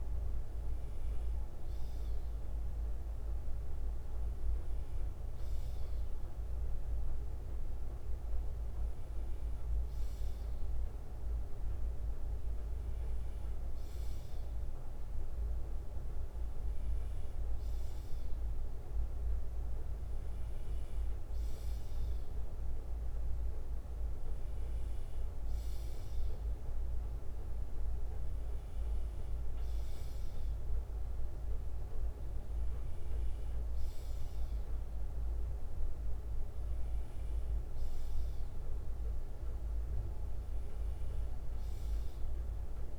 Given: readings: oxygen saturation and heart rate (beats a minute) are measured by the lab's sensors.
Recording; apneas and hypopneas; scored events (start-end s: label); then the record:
breathing in sleep, hard to hear, by a room microphone; none
0.00-7.00 s: bradycardia (device-marked, heart rate 57 extreme)
18.00-21.00 s: bradycardia (device-marked, heart rate 61 before, 57 extreme)
40.00-42.99 s: bradycardia (device-marked, heart rate 61 before, 56 extreme)
From the record:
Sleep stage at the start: N2 (light sleep); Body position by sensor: on the left side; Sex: male